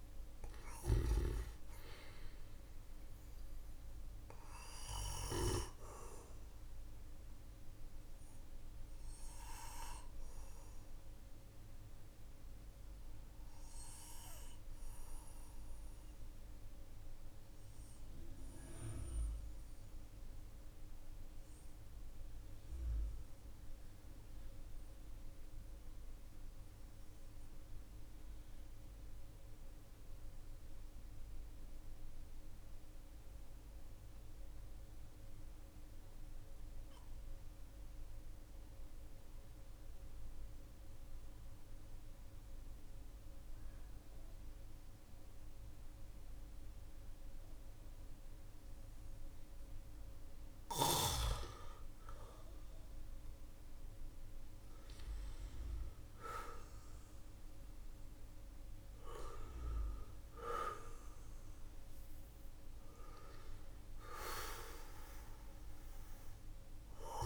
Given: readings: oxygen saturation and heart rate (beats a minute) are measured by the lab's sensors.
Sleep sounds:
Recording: breathing in sleep by a room microphone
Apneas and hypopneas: 1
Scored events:
0.00-28.50 s: oxygen desaturation (device-marked, oxygen 93% lowest, heart rate 46 extreme)
6.00-54.00 s: obstructive apnea (oxygen 99% before, 91% lowest, heart rate 55 before, 45 extreme, up 5 after)
59.00-65.50 s: arousal
From the record:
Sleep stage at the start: N2 (light sleep)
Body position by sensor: on the back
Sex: male

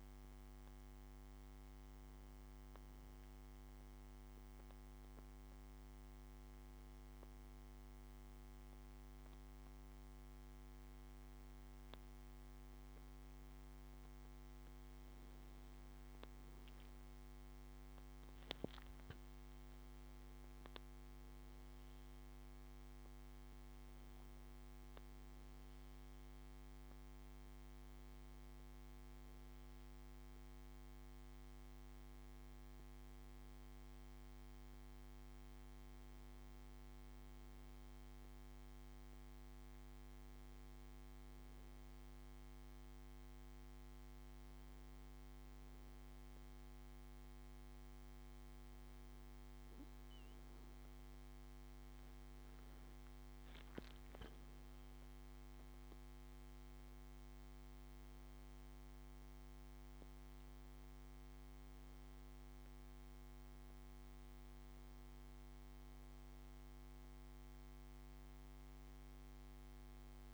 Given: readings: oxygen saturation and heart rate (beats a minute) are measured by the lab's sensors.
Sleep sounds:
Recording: breathing in sleep, hard to hear, by a microphone on the trachea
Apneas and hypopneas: 1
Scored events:
3.50-16.00 s: obstructive apnea (oxygen 95% before, 94% lowest, heart rate 70 before, 63 extreme, up 9 after)
20.50-24.50 s: arousal
33.50-70.33 s: new sleep stage, N1 (lightest sleep)
From the record:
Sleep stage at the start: N2 (light sleep)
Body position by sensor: on the back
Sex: male

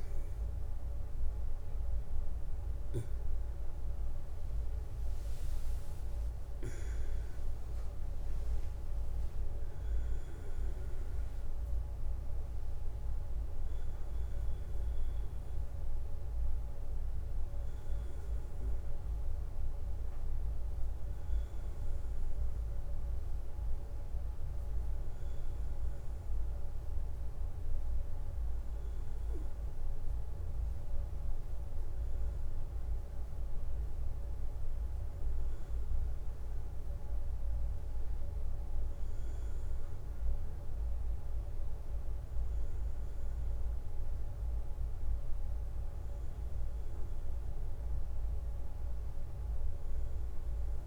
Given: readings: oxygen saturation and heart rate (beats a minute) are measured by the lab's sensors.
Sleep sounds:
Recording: breathing in sleep, hard to hear, by a room microphone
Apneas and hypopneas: none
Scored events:
3.50-8.00 s: arousal
From the record:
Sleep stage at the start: N1 (lightest sleep)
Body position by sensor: on the back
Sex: male

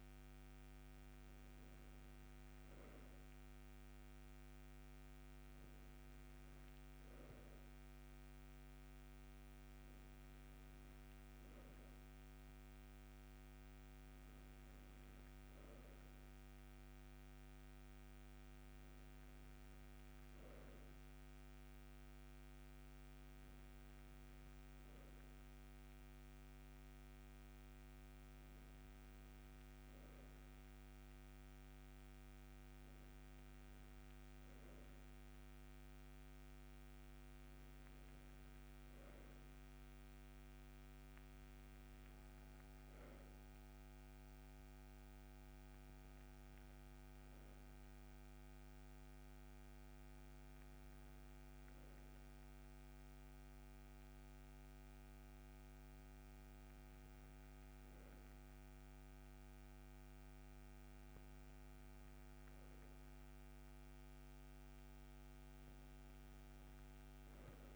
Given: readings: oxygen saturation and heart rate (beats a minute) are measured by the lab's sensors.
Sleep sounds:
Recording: breathing in sleep, hard to hear, by a microphone on the trachea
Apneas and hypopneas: none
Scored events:
none scored
From the record:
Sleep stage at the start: N2 (light sleep)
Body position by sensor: on the right side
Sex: male

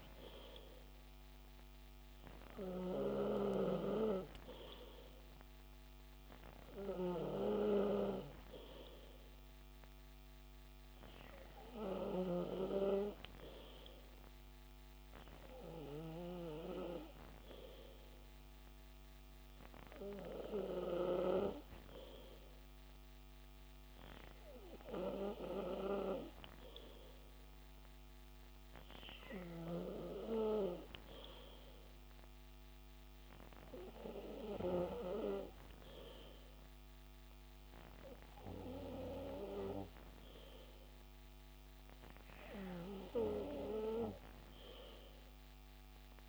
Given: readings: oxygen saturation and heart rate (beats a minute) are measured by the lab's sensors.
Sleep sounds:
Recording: breathing in sleep by a microphone on the trachea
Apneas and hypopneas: none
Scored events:
none scored
From the record:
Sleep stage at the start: N2 (light sleep)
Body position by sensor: on the back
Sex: male

